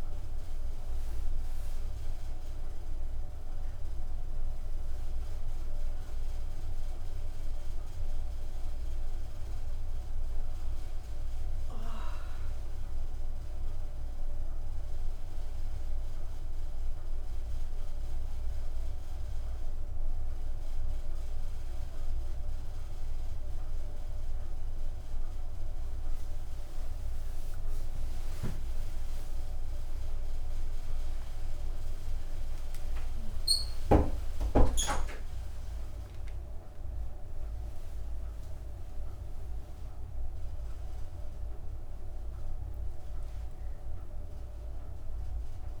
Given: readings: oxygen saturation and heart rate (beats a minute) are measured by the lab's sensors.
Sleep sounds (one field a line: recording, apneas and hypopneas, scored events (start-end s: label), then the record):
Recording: a person awake in a sleep study, hard to hear, by a room microphone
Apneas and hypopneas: none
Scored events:
none scored
From the record:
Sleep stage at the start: awake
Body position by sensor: on the back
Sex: female